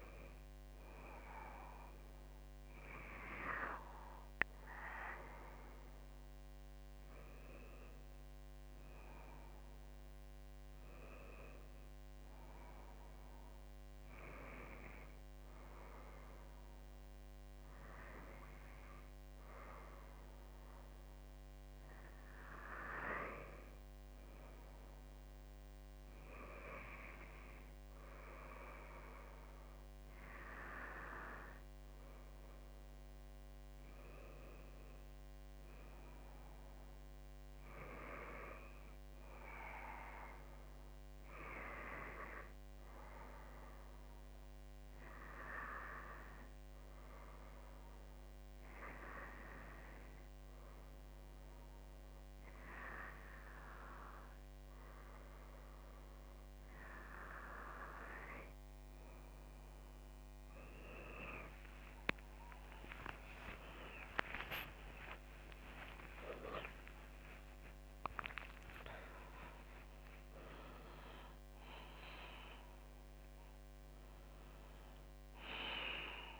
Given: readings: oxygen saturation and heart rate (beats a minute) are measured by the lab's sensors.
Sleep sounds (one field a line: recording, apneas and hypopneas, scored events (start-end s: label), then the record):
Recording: breathing in sleep by a microphone on the trachea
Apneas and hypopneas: 1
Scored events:
32.50-37.00 s: arousal
45.00-57.50 s: hypopnea (oxygen 98% before, 97% lowest, heart rate 55 before, 54 extreme, up 51 after)
61.00-68.00 s: tachycardia (device-marked, heart rate 58 before, 109 extreme)
62.50-68.00 s: arousal
64.50-66.50 s: long interval between heartbeats (device-marked, heart rate 57 before, 101 extreme)
69.00-71.00 s: long interval between heartbeats (device-marked, heart rate 71 before, 109 extreme)
71.00-76.40 s: new sleep stage, N1 (lightest sleep)
From the record:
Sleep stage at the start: N2 (light sleep)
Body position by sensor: on the back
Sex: female